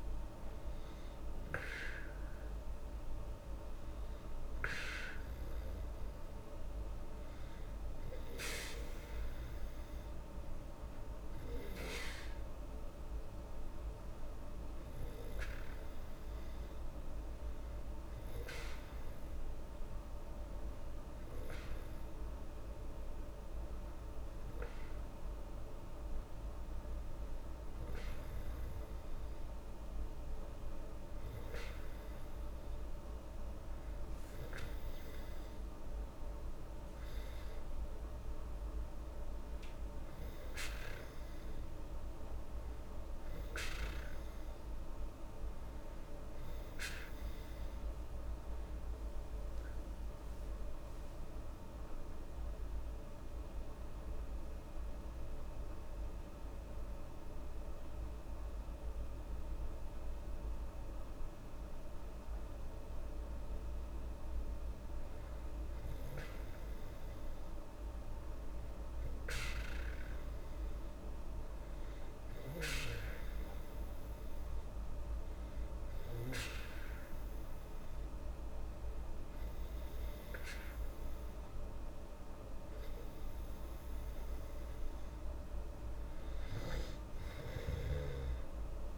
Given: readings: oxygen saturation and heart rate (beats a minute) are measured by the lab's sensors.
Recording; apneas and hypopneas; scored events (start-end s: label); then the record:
breathing in sleep by a room microphone; 2
12.00-29.50 s: hypopnea (oxygen 97% before, 94% lowest, heart rate 80 before, 80 extreme, up 0 after)
32.00-36.50 s: arousal
47.00-51.50 s: arousal
53.50-66.00 s: hypopnea (oxygen 97% before, 94% lowest, heart rate 80 before, 78 extreme, up 2 after)
70.00-85.00 s: oxygen desaturation (device-marked, oxygen 97% before, 94% lowest, heart rate 80 before, 76 extreme)
86.50-88.98 s: arousal
From the record:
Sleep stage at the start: N2 (light sleep); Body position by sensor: on the back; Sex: female